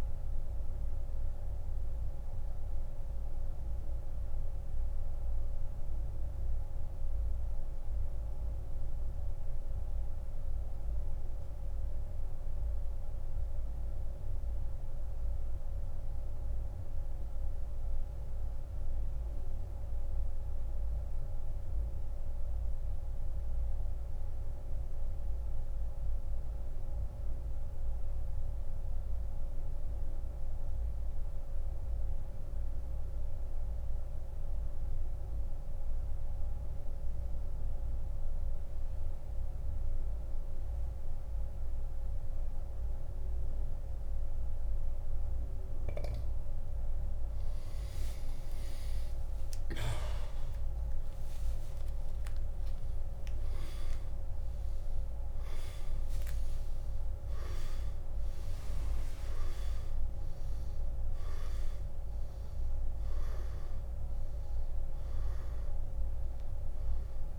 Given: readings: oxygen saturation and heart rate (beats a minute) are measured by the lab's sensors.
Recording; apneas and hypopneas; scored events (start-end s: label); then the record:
breathing in sleep, hard to hear, by a room microphone; 1
1.00-46.00 s: mixed apnea (oxygen 98% before, 83% lowest, heart rate 83 before, 60 extreme, up 44 after)
4.00-38.00 s: oxygen desaturation (device-marked, oxygen 96% before, 87% lowest, heart rate 83 before, 60 extreme)
48.50-52.50 s: arousal
55.00-67.39 s: oxygen desaturation (device-marked, oxygen 97% before, 92% lowest, heart rate 84 before, 57 extreme)
From the record:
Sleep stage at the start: N2 (light sleep); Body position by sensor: on the back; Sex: male